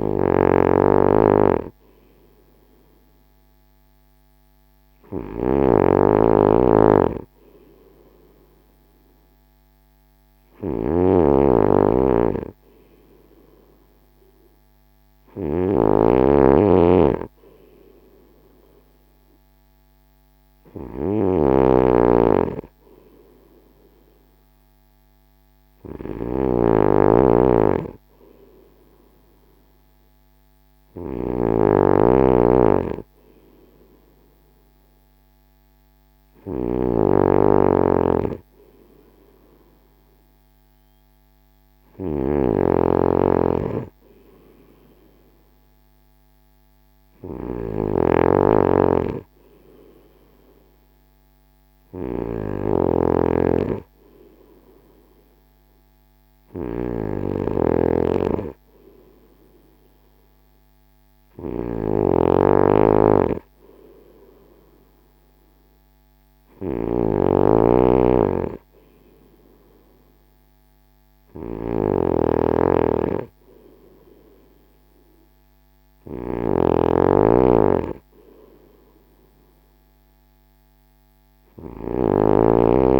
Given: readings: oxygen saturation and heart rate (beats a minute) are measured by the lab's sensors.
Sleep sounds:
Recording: breathing in sleep by a microphone on the trachea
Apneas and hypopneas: none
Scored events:
0.00-82.99 s: snoring (device-marked)
From the record:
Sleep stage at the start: N2 (light sleep)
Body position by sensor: on the front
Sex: male

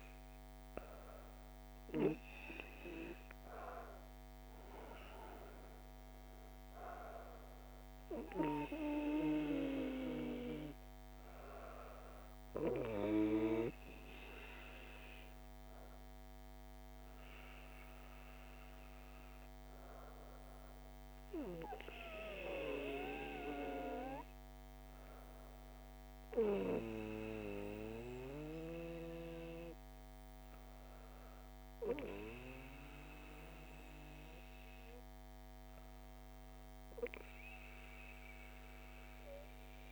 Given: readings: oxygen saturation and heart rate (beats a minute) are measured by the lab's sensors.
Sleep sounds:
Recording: breathing in sleep by a microphone on the trachea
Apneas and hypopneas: none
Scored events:
none scored
From the record:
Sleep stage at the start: N2 (light sleep)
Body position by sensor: on the back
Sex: female

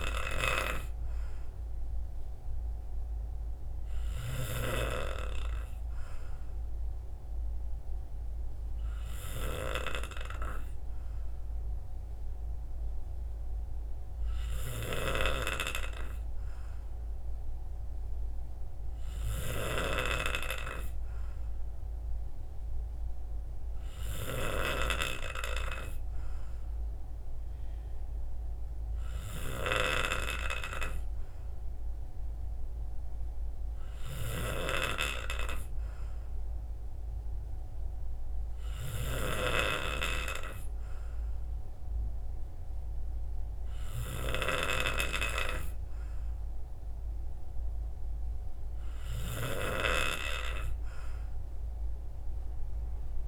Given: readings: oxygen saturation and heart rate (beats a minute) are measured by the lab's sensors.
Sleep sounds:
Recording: breathing in sleep by a room microphone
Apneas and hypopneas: none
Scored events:
none scored
From the record:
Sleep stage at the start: N3 (deep sleep)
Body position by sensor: on the right side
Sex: male

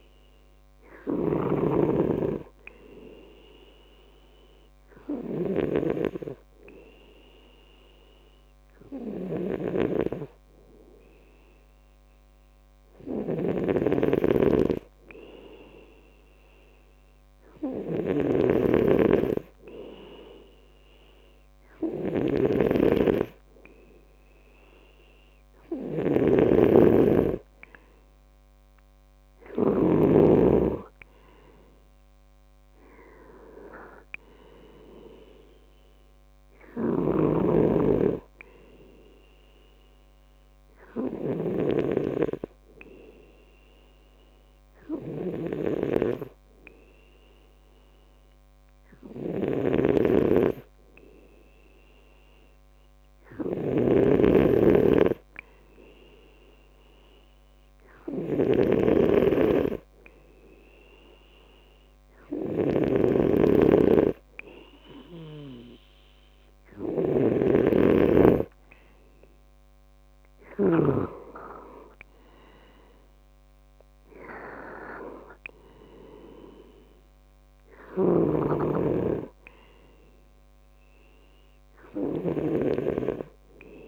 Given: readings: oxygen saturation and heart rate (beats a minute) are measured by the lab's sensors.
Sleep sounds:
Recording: breathing in sleep by a microphone on the trachea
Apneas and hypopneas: 2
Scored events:
0.00-1.50 s: snoring (device-marked)
9.00-30.00 s: snoring (device-marked)
11.50-26.50 s: hypopnea (oxygen 96% before, 93% lowest, heart rate 68 before, 64 extreme, up 5 after)
28.00-32.50 s: arousal
36.50-71.00 s: snoring (device-marked)
56.00-70.50 s: hypopnea (oxygen 96% before, 93% lowest, heart rate 67 before, 66 extreme, up 7 after)
73.00-76.50 s: arousal
78.00-83.88 s: snoring (device-marked)
From the record:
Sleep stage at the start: N2 (light sleep)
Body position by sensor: on the back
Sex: male

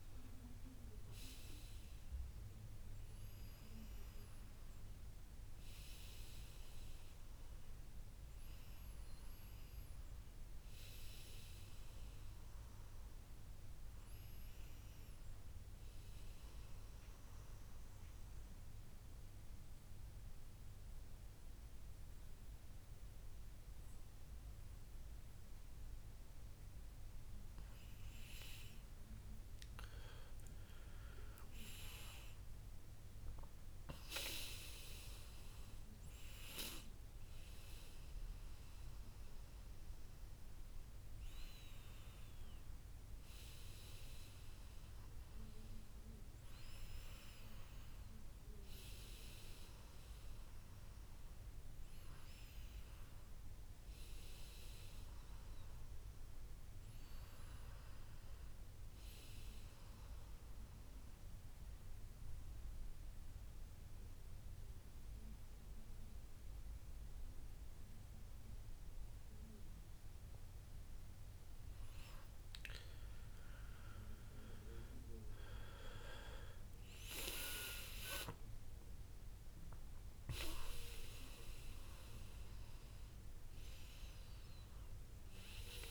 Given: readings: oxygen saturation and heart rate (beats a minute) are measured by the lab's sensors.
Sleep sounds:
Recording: breathing in sleep by a room microphone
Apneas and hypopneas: 2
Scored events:
0.50-4.50 s: arousal
16.00-28.00 s: central apnea (oxygen 97% before, 93% lowest, heart rate 80 before, 76 extreme, up 6 after)
31.50-36.50 s: arousal
32.00-45.00 s: oxygen desaturation (device-marked, oxygen 96% before, 93% lowest, heart rate 78 before, 76 extreme)
59.50-72.00 s: central apnea (oxygen 97% before, 93% lowest, heart rate 79 before, 76 extreme, up 6 after)
77.00-85.90 s: oxygen desaturation (device-marked, oxygen 96% before, 93% lowest, heart rate 78 before, 74 extreme)
78.50-82.00 s: arousal
From the record:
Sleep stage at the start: N2 (light sleep)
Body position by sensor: on the back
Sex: male

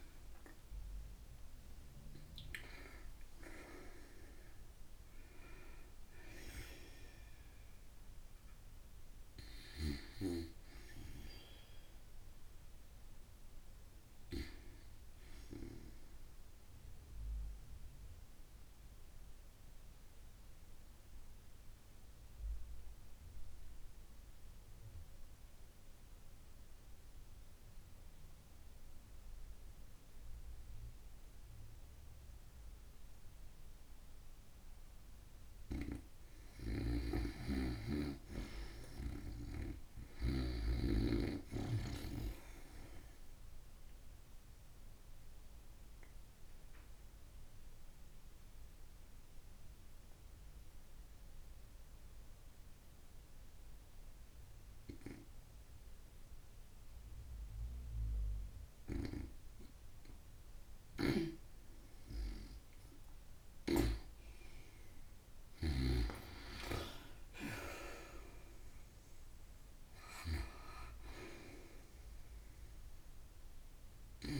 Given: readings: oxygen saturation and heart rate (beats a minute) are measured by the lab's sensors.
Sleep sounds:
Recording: breathing in sleep by a room microphone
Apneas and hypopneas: 2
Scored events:
0.00-1.00 s: arousal
0.00-6.50 s: oxygen desaturation (device-marked, oxygen 89% lowest)
7.50-12.00 s: arousal
16.50-34.50 s: obstructive apnea (oxygen 94% before, 90% lowest, heart rate 88 before, 52 extreme)
32.50-44.50 s: oxygen desaturation (device-marked, oxygen 95% before, 90% lowest, heart rate 51 before, 55 extreme)
36.00-40.00 s: snoring (device-marked)
36.50-40.00 s: arousal
44.50-59.50 s: obstructive apnea (oxygen 95% before, 90% lowest)
63.00-66.50 s: arousal
67.50-74.40 s: oxygen desaturation (device-marked, oxygen 97% before, 91% lowest)
From the record:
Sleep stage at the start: N2 (light sleep)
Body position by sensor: on the back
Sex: female

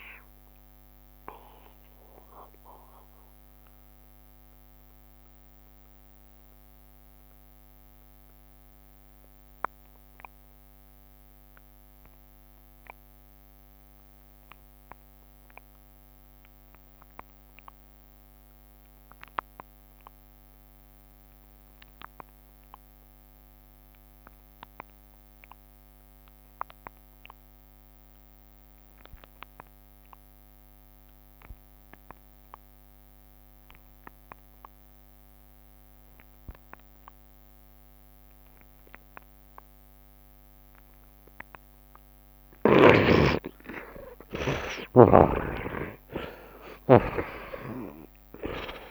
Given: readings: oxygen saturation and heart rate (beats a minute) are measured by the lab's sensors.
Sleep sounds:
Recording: breathing in sleep by a microphone on the trachea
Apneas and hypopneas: 1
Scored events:
0.00-1.00 s: long interval between heartbeats (device-marked, heart rate 64 extreme)
0.00-4.00 s: bradycardia (device-marked, heart rate 41 extreme)
0.00-16.00 s: oxygen desaturation (device-marked, oxygen 55% lowest, heart rate 41 extreme)
2.00-41.50 s: mixed apnea (oxygen 84% before, 52% lowest, heart rate 69 before, 55 extreme, up 44 after)
17.00-19.00 s: long interval between heartbeats (device-marked, heart rate 65 before, 64 extreme)
18.00-22.00 s: bradycardia (device-marked, heart rate 78 before, 55 extreme)
18.00-48.91 s: oxygen desaturation (device-marked, oxygen 86% before, 52% lowest, heart rate 65 before, 56 extreme)
19.50-21.50 s: long interval between heartbeats (device-marked, heart rate 65 before, 64 extreme)
23.00-30.00 s: bradycardia (device-marked, heart rate 78 before, 55 extreme)
25.00-27.00 s: long interval between heartbeats (device-marked, heart rate 67 before, 58 extreme)
43.00-47.00 s: arousal
45.00-48.91 s: tachycardia (device-marked, heart rate 78 before, 110 extreme)
45.50-48.91 s: snoring (device-marked)
46.00-48.00 s: long interval between heartbeats (device-marked, heart rate 70 before, 89 extreme)
From the record:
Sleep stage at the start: N2 (light sleep)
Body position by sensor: on the right side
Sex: male

